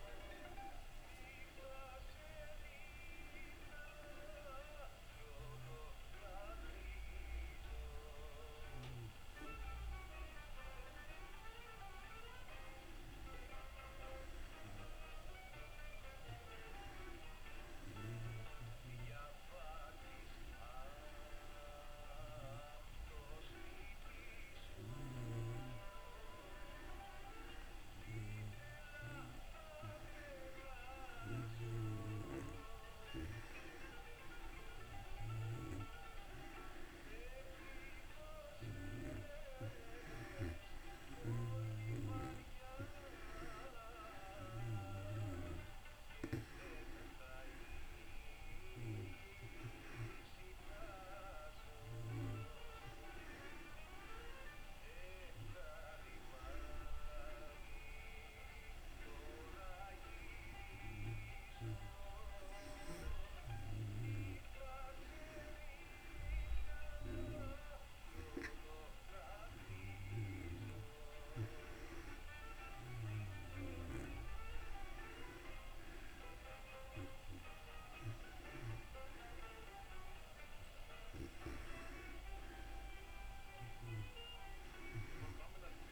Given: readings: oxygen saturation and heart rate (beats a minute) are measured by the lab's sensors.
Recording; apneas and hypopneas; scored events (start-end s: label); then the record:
breathing in sleep by a room microphone; none
0.00-12.50 s: oxygen desaturation (device-marked, oxygen 89% lowest)
From the record:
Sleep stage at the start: N2 (light sleep); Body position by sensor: on the back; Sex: female